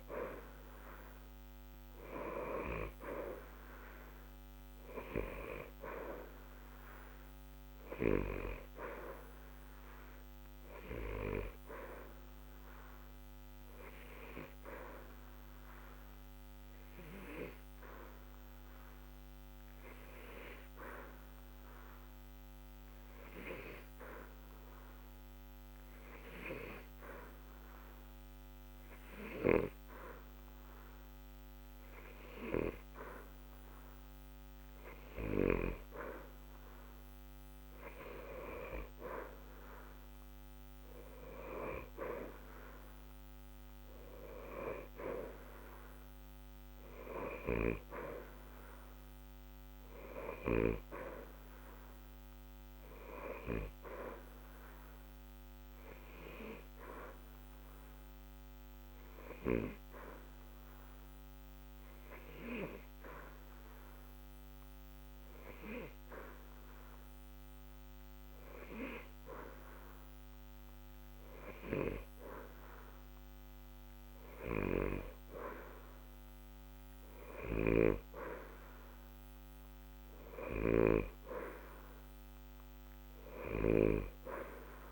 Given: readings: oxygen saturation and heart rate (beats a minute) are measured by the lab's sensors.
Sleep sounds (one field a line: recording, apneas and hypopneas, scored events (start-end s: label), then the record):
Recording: breathing in sleep by a microphone on the trachea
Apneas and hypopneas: 2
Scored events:
14.00-32.00 s: obstructive apnea (oxygen 93% before, 88% lowest, heart rate 61 before, 60 extreme, up 0 after)
33.50-38.00 s: arousal
49.50-70.50 s: oxygen desaturation (device-marked, oxygen 91% before, 88% lowest, heart rate 60 before, 60 extreme)
56.50-69.00 s: obstructive apnea (oxygen 91% before, 88% lowest, heart rate 60 before, 60 extreme, up 0 after)
72.00-75.50 s: arousal
From the record:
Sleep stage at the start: N2 (light sleep)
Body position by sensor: on the back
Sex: male